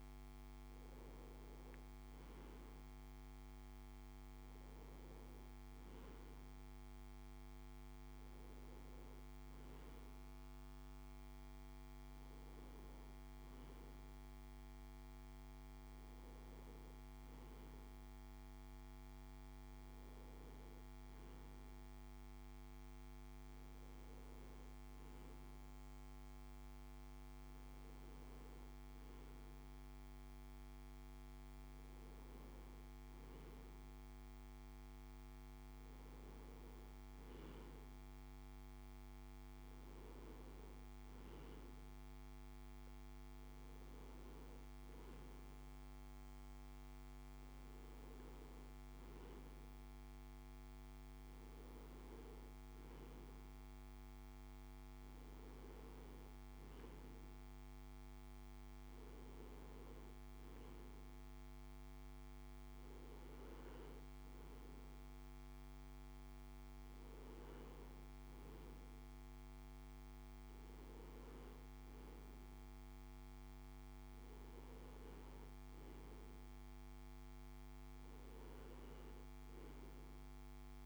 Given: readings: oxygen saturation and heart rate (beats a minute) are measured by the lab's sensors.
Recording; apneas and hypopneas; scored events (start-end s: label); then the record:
breathing in sleep, hard to hear, by a microphone on the trachea; none
none scored
From the record:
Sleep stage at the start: N2 (light sleep); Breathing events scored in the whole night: 132 in 5.7 hours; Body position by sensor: on the right side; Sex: male